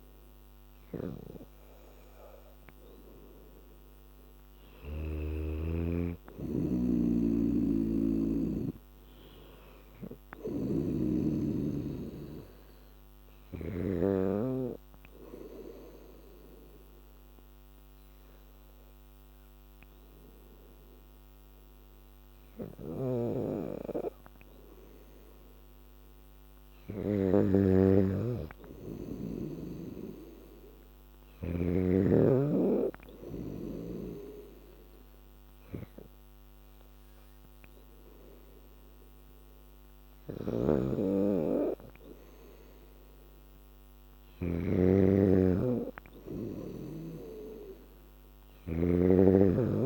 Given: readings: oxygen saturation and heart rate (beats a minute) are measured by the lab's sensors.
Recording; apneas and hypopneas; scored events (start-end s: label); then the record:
breathing in sleep by a microphone on the trachea; 1
6.00-36.00 s: new sleep stage, N2 (light sleep)
7.00-14.00 s: snoring (device-marked)
9.00-12.50 s: arousal
10.00-22.00 s: oxygen desaturation (device-marked, oxygen 97% before, 94% lowest, heart rate 83 before, 80 extreme)
15.00-26.00 s: obstructive apnea (oxygen 97% before, 94% lowest, heart rate 83 before, 80 extreme, up 2 after)
22.50-27.50 s: snoring (device-marked)
28.00-31.50 s: arousal
36.00-49.86 s: new sleep stage, N3 (deep sleep)
40.00-44.50 s: snoring (device-marked)
From the record:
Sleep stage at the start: N3 (deep sleep); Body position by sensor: on the back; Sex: female